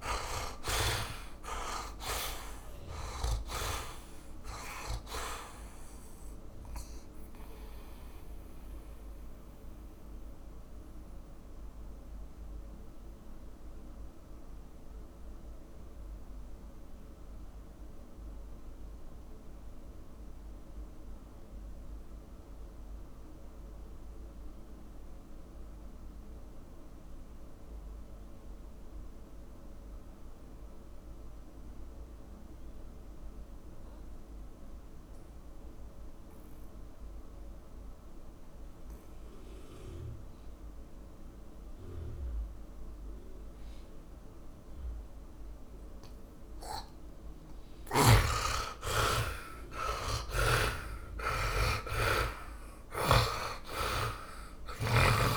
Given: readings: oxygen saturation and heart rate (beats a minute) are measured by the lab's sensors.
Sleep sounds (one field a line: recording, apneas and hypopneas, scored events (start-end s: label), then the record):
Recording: breathing in sleep by a room microphone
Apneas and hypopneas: 1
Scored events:
0.00-2.00 s: arousal
0.00-21.50 s: oxygen desaturation (device-marked, oxygen 69% lowest, heart rate 43 extreme)
8.00-47.50 s: mixed apnea (oxygen 96% before, 69% lowest, heart rate 59 before, 48 extreme, up 28 after)
32.50-55.36 s: oxygen desaturation (device-marked, oxygen 100% before, 71% lowest, heart rate 64 before, 47 extreme)
48.50-53.00 s: arousal
50.00-53.50 s: snoring (device-marked)
From the record:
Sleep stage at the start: N2 (light sleep)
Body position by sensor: on the back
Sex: male